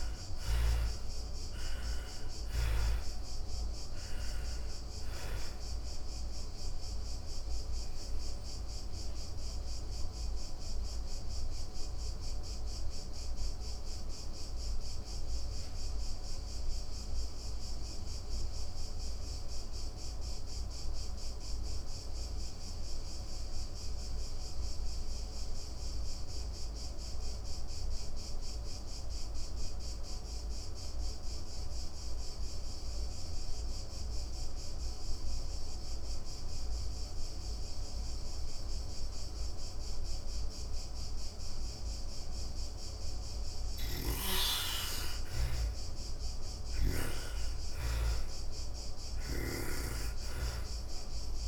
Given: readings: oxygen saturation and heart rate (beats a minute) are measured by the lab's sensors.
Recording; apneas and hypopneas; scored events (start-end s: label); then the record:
breathing in sleep by a room microphone; 1
0.00-1.00 s: arousal
0.00-20.00 s: oxygen desaturation (device-marked, oxygen 62% lowest, heart rate 93 extreme)
7.50-42.00 s: obstructive apnea (oxygen 91% before, 62% lowest, heart rate 139 before, 108 extreme, up 37 after)
33.00-51.47 s: oxygen desaturation (device-marked, oxygen 99% before, 69% lowest, heart rate 148 before, 89 extreme)
42.50-49.50 s: snoring (device-marked)
43.50-47.50 s: arousal
From the record:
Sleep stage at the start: N2 (light sleep); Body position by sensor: on the back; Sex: female